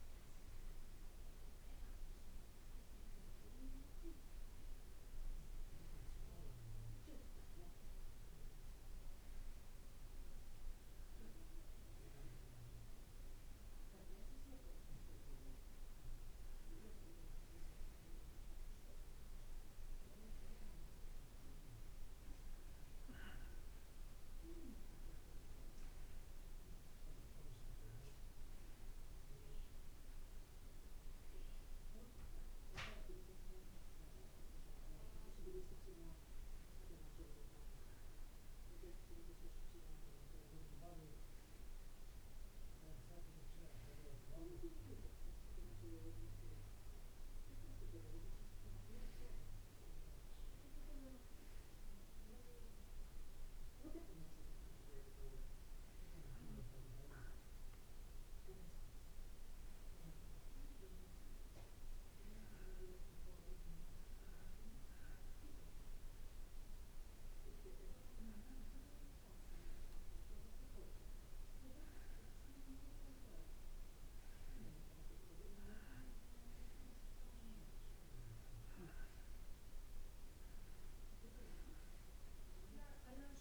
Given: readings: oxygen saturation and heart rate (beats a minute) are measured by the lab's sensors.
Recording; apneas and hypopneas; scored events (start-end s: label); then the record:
breathing in sleep by a room microphone; none
34.00-44.00 s: drop in pulse transit time (device-marked, heart rate 58 before, 58 extreme)
57.00-81.00 s: drop in pulse transit time (device-marked, heart rate 58 before, 57 extreme)
From the record:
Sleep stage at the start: N2 (light sleep); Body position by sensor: on the back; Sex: male